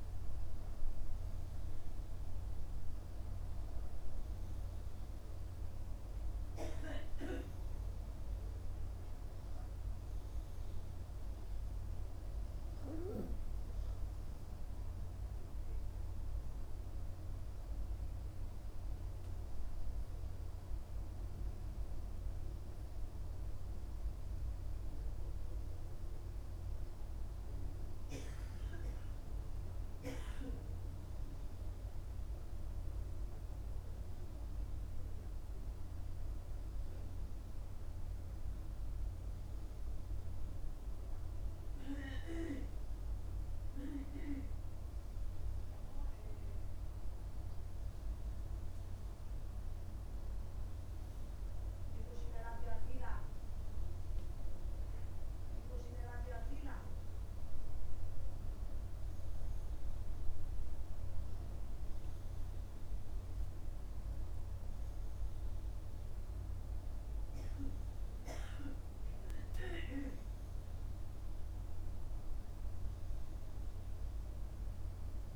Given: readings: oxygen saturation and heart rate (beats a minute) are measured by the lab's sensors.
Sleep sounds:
breathing in sleep by a room microphone; none
none scored
From the record:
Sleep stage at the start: N2 (light sleep); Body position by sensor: on the right side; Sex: male

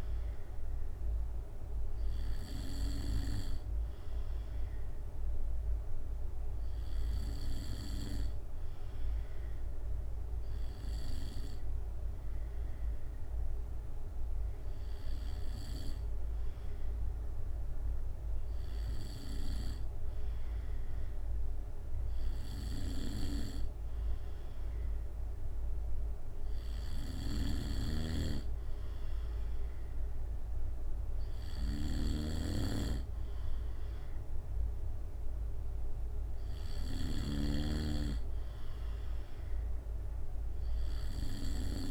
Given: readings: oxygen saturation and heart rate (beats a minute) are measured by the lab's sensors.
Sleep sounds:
breathing in sleep by a room microphone; 1
3.00-23.00 s: obstructive apnea (oxygen 96% before, 95% lowest, heart rate 66 before, 64 extreme, up 2 after)
8.00-10.00 s: long interval between heartbeats (device-marked, heart rate 66 before, 64 extreme)
25.50-29.00 s: arousal
27.50-32.50 s: snoring (device-marked)
From the record:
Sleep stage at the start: N2 (light sleep); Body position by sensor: on the back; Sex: male

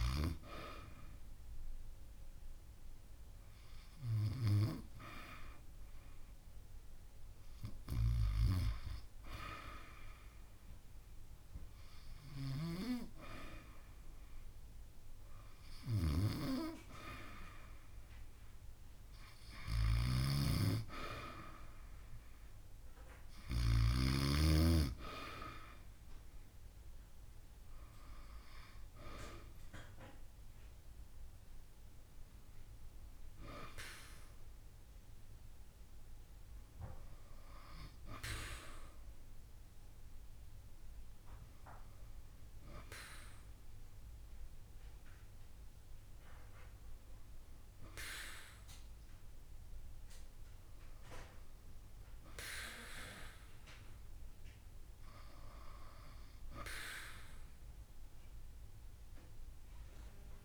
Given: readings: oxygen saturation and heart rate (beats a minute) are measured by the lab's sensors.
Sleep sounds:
breathing in sleep by a room microphone; none
7.00-9.00 s: long interval between heartbeats (device-marked)
10.50-40.50 s: new sleep stage, N1 (lightest sleep)
40.50-60.45 s: new sleep stage, N2 (light sleep)
From the record:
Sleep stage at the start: REM sleep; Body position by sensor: on the back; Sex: female

